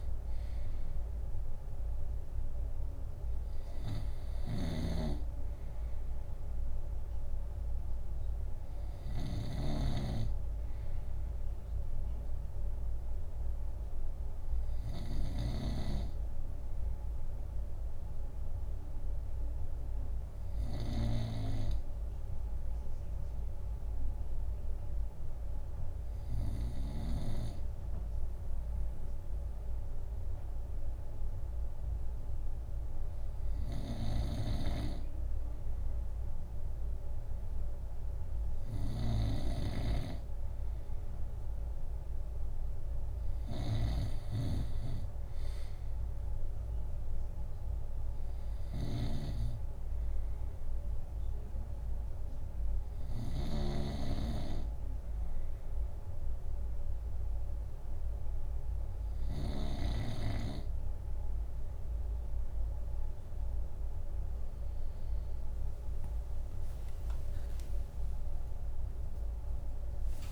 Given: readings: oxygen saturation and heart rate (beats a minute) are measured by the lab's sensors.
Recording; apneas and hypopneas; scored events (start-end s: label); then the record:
breathing in sleep by a room microphone; 1
0.00-27.00 s: snoring (device-marked)
20.00-35.50 s: hypopnea (oxygen 97% before, 96% lowest, heart rate 61 before, 59 extreme, up 3 after)
33.50-53.50 s: snoring (device-marked)
39.00-43.00 s: arousal
66.50-70.32 s: arousal
From the record:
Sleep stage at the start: N2 (light sleep); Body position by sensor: on the right side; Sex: male